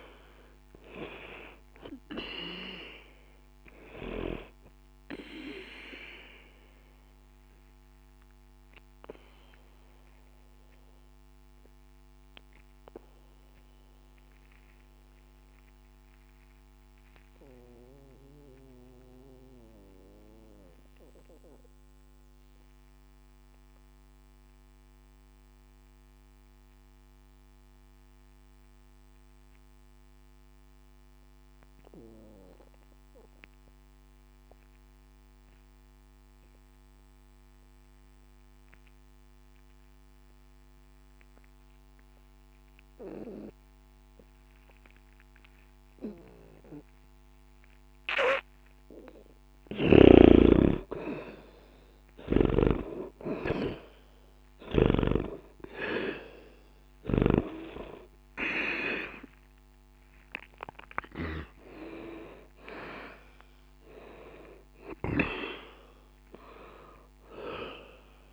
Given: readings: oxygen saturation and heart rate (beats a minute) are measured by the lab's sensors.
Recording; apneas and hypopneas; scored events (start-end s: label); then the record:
breathing in sleep by a microphone on the trachea; 1
0.00-26.00 s: oxygen desaturation (device-marked, oxygen 75% lowest, heart rate 60 extreme)
6.50-49.00 s: obstructive apnea (oxygen 97% before, 75% lowest, heart rate 98 before, 60 extreme, up 0 after)
44.00-68.33 s: oxygen desaturation (device-marked, oxygen 98% before, 75% lowest, heart rate 60 before, 60 extreme)
51.00-55.50 s: arousal
From the record:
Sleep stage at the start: N2 (light sleep); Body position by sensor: on the back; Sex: male